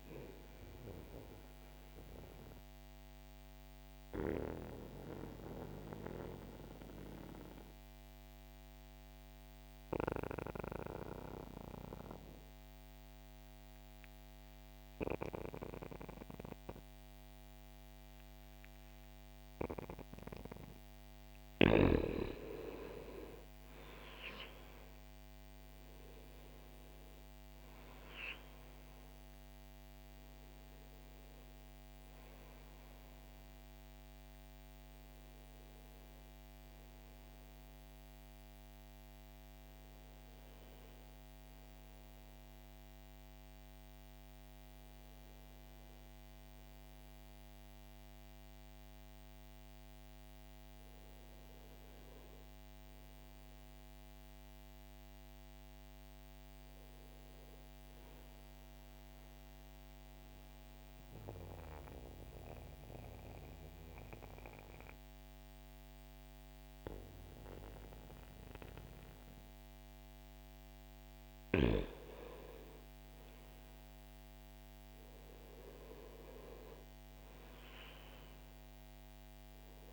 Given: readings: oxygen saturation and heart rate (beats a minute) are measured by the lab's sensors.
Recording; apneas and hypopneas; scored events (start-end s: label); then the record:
breathing in sleep by a microphone on the trachea; 2
0.00-16.00 s: oxygen desaturation (device-marked, oxygen 88% lowest, heart rate 61 extreme)
0.50-20.00 s: mixed apnea (oxygen 95% before, 88% lowest, heart rate 65 before, 61 extreme, up 1 after)
21.50-26.50 s: arousal
28.00-39.00 s: oxygen desaturation (device-marked, oxygen 95% before, 90% lowest, heart rate 63 before, 62 extreme)
58.00-70.00 s: obstructive apnea (oxygen 92% before, 91% lowest, heart rate 66 before, 61 extreme, up 0 after)
71.50-76.50 s: arousal
From the record:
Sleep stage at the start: N2 (light sleep); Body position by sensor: on the back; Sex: male